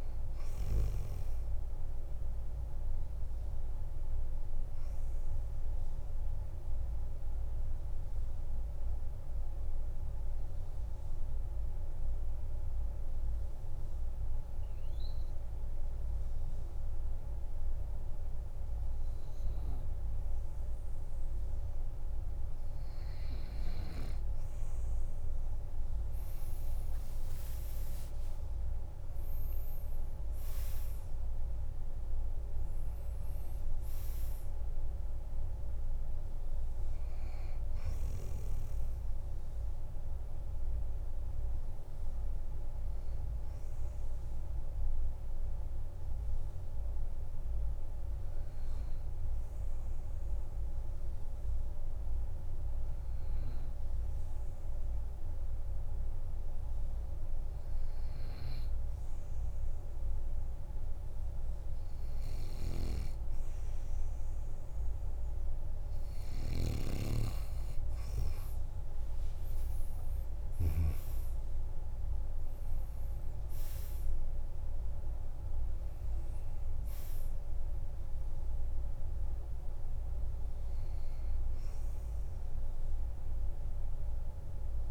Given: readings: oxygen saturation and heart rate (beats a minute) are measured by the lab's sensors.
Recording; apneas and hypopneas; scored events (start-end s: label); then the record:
breathing in sleep, hard to hear, by a room microphone; 2
6.00-22.00 s: obstructive apnea (oxygen 98% before, 92% lowest, heart rate 78 before, 46 extreme)
25.50-33.50 s: tachycardia (device-marked, heart rate 63 before, 158 extreme)
27.00-30.50 s: arousal
28.50-30.50 s: long interval between heartbeats (device-marked, heart rate 52 before, 112 extreme)
29.50-51.50 s: oxygen desaturation (device-marked, oxygen 98% before, 92% lowest, heart rate 55 before, 46 extreme)
32.00-34.00 s: long interval between heartbeats (device-marked, heart rate 64 before, 158 extreme)
43.50-61.50 s: obstructive apnea (oxygen 98% before, 92% lowest, heart rate 87 before, 46 extreme, up 16 after)
67.50-72.50 s: tachycardia (device-marked, heart rate 64 before, 109 extreme)
67.50-81.50 s: oxygen desaturation (device-marked, oxygen 98% before, 93% lowest, heart rate 49 before, 45 extreme)
68.50-72.00 s: arousal
71.00-73.00 s: long interval between heartbeats (device-marked, heart rate 52 before, 103 extreme)
From the record:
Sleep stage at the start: N2 (light sleep); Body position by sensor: on the back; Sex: male